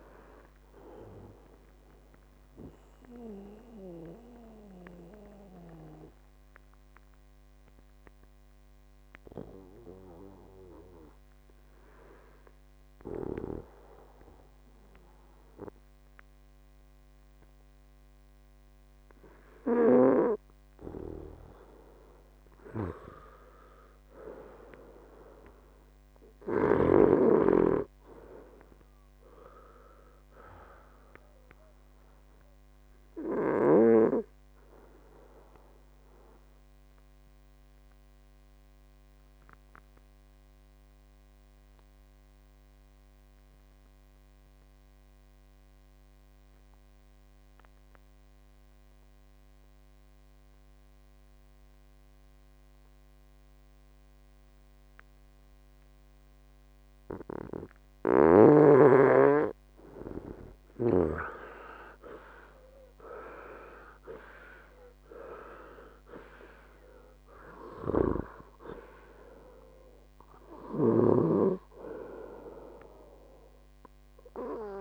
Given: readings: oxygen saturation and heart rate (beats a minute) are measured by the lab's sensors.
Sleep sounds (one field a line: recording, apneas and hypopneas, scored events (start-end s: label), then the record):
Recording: breathing in sleep by a microphone on the trachea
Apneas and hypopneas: 2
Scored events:
0.00-17.00 s: oxygen desaturation (device-marked, oxygen 84% lowest, heart rate 60 extreme)
1.50-3.50 s: long interval between heartbeats (device-marked, heart rate 78 before, 80 extreme)
2.00-20.50 s: hypopnea (oxygen 95% before, 84% lowest, heart rate 79 before, 58 extreme, up 8 after)
22.50-26.50 s: arousal
36.50-59.50 s: mixed apnea (oxygen 99% before, 90% lowest, heart rate 66 before, 56 extreme, up 16 after)
58.00-61.50 s: snoring (device-marked)
60.00-74.81 s: oxygen desaturation (device-marked, oxygen 97% before, 90% lowest, heart rate 62 before, 56 extreme)
62.00-65.50 s: arousal
68.00-71.50 s: snoring (device-marked)
From the record:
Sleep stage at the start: N2 (light sleep)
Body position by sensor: on the right side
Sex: male